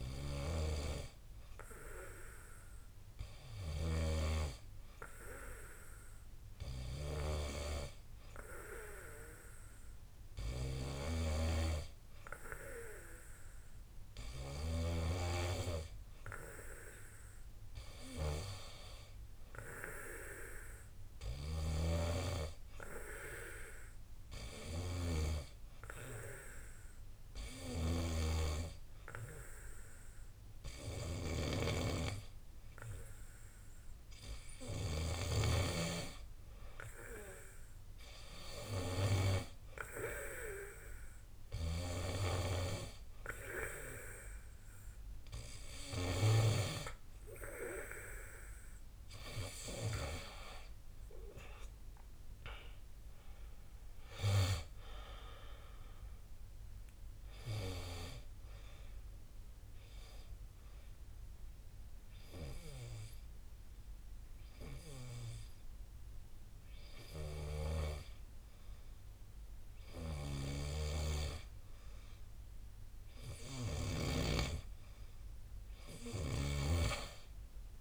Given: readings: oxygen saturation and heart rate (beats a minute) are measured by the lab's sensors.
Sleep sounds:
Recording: breathing in sleep by a room microphone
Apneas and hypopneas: 3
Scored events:
0.00-6.50 s: oxygen desaturation (device-marked, oxygen 89% lowest, heart rate 54 extreme)
5.00-17.50 s: hypopnea (oxygen 94% before, 90% lowest, heart rate 62 before, 54 extreme, up 8 after)
18.50-21.50 s: arousal
23.50-35.00 s: hypopnea (oxygen 94% before, 90% lowest, heart rate 60 before, 55 extreme, up 11 after)
36.00-39.50 s: arousal
54.00-57.00 s: arousal
60.00-73.50 s: hypopnea (oxygen 92% before, 89% lowest, heart rate 65 before, 53 extreme, up 15 after)
From the record:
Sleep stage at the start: N2 (light sleep)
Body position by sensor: on the back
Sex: male

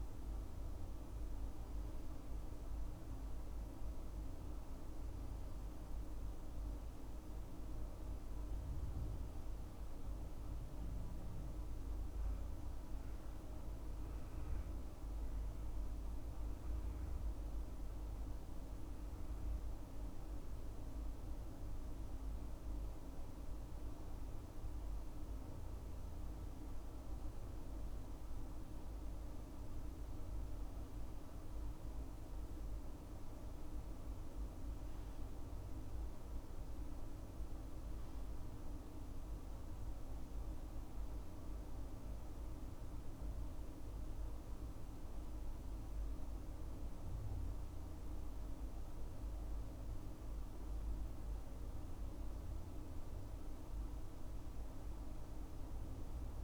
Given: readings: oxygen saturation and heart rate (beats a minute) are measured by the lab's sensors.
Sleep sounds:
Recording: breathing in sleep, hard to hear, by a room microphone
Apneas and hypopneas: none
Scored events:
none scored
From the record:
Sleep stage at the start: N2 (light sleep)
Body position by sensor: on the left side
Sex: male

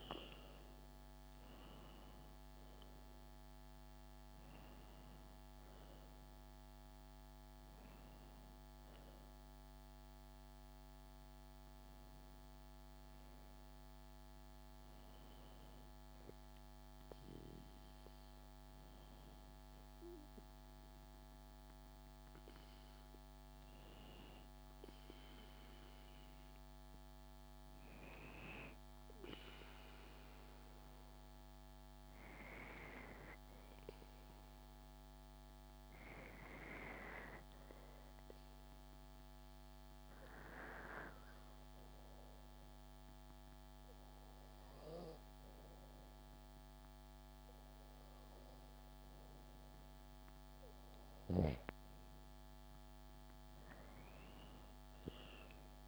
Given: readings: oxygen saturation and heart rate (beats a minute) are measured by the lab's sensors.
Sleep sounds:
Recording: breathing in sleep by a microphone on the trachea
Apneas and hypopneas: 1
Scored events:
0.00-3.00 s: arousal
0.00-13.00 s: oxygen desaturation (device-marked, oxygen 92% lowest, heart rate 67 extreme)
27.50-48.50 s: obstructive apnea (oxygen 96% before, 92% lowest, heart rate 69 before, 66 extreme, up 5 after)
50.00-53.00 s: arousal
From the record:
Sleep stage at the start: N2 (light sleep)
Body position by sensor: on the back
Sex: female

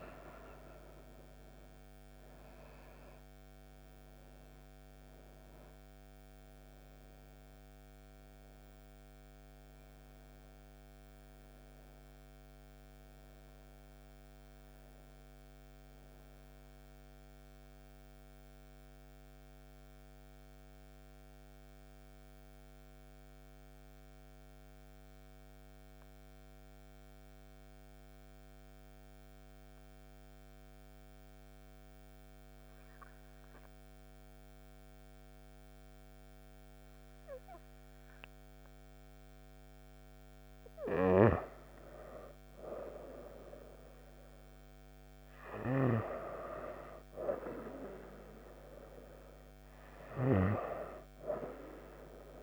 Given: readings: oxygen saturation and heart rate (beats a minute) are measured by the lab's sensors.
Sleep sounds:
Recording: breathing in sleep by a microphone on the trachea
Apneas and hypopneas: 1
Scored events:
0.00-3.00 s: arousal
0.00-25.00 s: oxygen desaturation (device-marked, oxygen 89% lowest)
18.50-39.50 s: mixed apnea (oxygen 95% before, 89% lowest)
42.50-45.00 s: arousal
44.00-52.43 s: oxygen desaturation (device-marked, oxygen 97% before, 92% lowest)
From the record:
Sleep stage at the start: N2 (light sleep)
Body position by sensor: on the right side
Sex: female

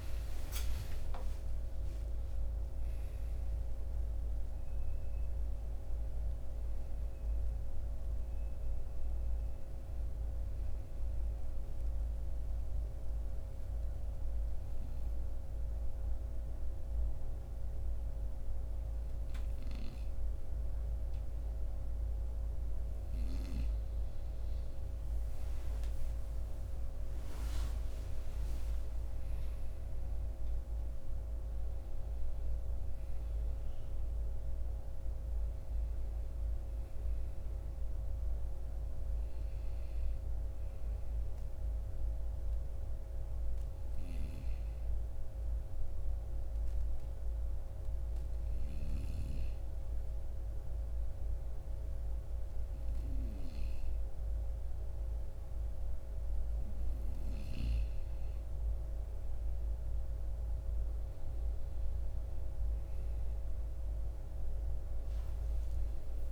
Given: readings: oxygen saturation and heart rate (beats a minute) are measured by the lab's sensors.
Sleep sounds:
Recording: breathing in sleep, hard to hear, by a room microphone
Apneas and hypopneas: 2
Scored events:
11.00-22.50 s: obstructive apnea (oxygen 95% before, 92% lowest, heart rate 89 before, 55 extreme, up 8 after)
25.50-31.00 s: arousal
31.50-51.50 s: oxygen desaturation (device-marked, oxygen 97% before, 92% lowest, heart rate 58 before, 56 extreme)
43.00-56.50 s: hypopnea (oxygen 97% before, 92% lowest, heart rate 62 before, 56 extreme, up 6 after)
59.50-64.00 s: arousal
From the record:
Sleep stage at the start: N2 (light sleep)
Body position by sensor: on the right side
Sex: male

